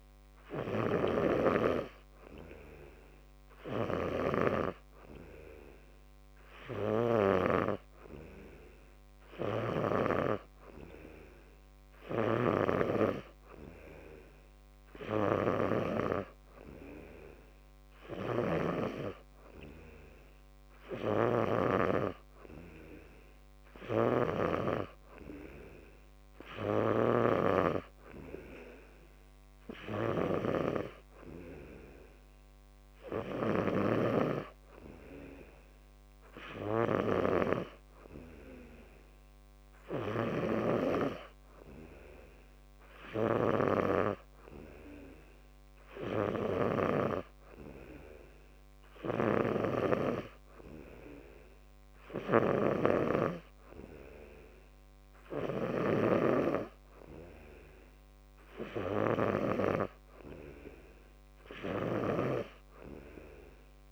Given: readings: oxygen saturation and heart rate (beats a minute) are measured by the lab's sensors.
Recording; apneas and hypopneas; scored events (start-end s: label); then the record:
breathing in sleep by a microphone on the trachea; none
none scored
From the record:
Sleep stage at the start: N2 (light sleep); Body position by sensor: on the back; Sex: male